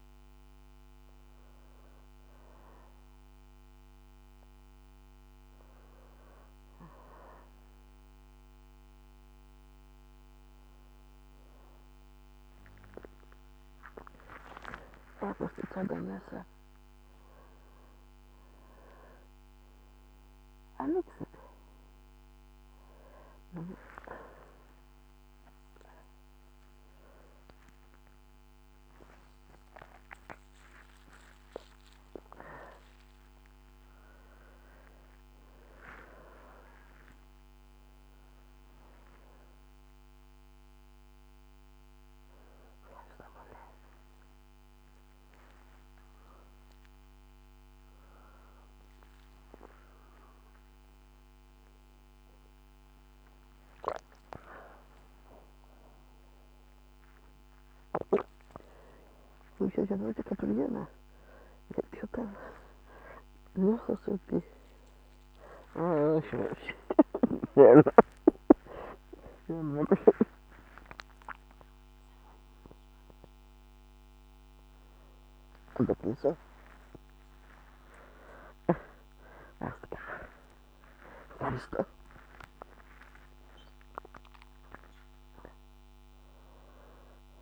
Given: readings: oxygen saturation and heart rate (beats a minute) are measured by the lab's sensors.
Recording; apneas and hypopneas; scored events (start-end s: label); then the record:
a person awake in a sleep study, by a microphone on the trachea; none
69.50-78.50 s: oxygen desaturation (device-marked, oxygen 95% before, 92% lowest, heart rate 72 before, 60 extreme)
From the record:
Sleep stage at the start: awake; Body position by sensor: on the right side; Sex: female